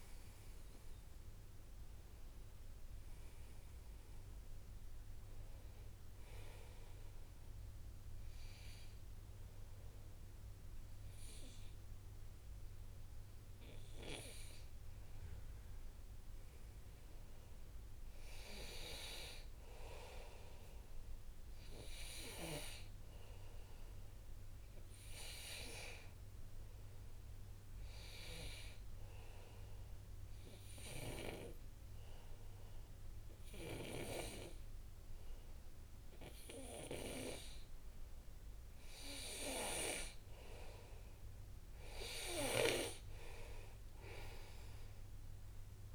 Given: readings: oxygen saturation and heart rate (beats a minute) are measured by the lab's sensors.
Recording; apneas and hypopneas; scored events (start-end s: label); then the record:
breathing in sleep by a room microphone; 1
0.00-1.00 s: tachycardia (device-marked, heart rate 120 extreme)
0.00-21.00 s: oxygen desaturation (device-marked, oxygen 92% lowest, heart rate 57 extreme)
22.50-26.00 s: arousal
28.50-38.50 s: obstructive apnea (oxygen 99% before, 93% lowest, heart rate 62 before, 61 extreme, up 2 after)
43.00-45.95 s: arousal
From the record:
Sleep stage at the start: N2 (light sleep); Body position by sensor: on the back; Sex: male